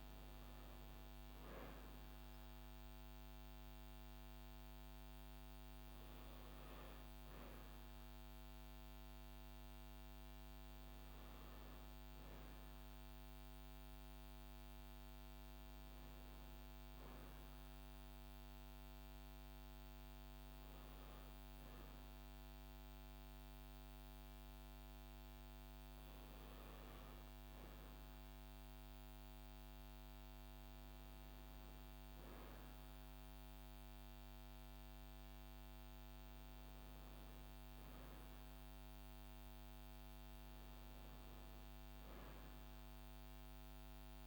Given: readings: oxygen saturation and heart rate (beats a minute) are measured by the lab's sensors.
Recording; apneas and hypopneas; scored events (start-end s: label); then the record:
a person awake in a sleep study, hard to hear, by a microphone on the trachea; none
none scored
From the record:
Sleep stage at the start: awake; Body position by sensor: on the back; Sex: female